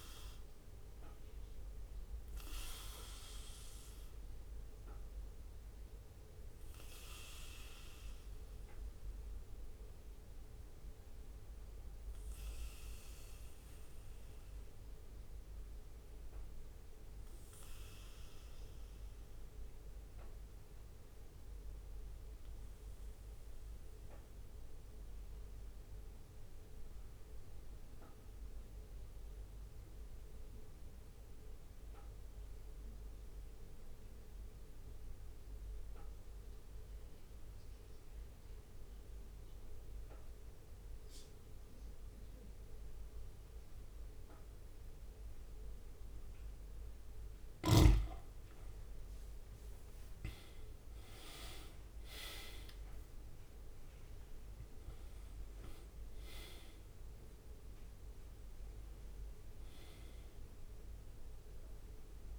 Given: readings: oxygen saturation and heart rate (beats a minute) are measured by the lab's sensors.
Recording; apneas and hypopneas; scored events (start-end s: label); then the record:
breathing in sleep by a room microphone; 1
0.00-44.50 s: bradycardia (device-marked, heart rate 57 extreme)
9.00-44.50 s: obstructive apnea (oxygen 97% before, 93% lowest, heart rate 59 before, 58 extreme, up 4 after)
45.50-62.39 s: oxygen desaturation (device-marked, oxygen 97% before, 94% lowest, heart rate 59 before, 57 extreme)
48.50-53.00 s: arousal
From the record:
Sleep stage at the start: N2 (light sleep); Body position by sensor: on the back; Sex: male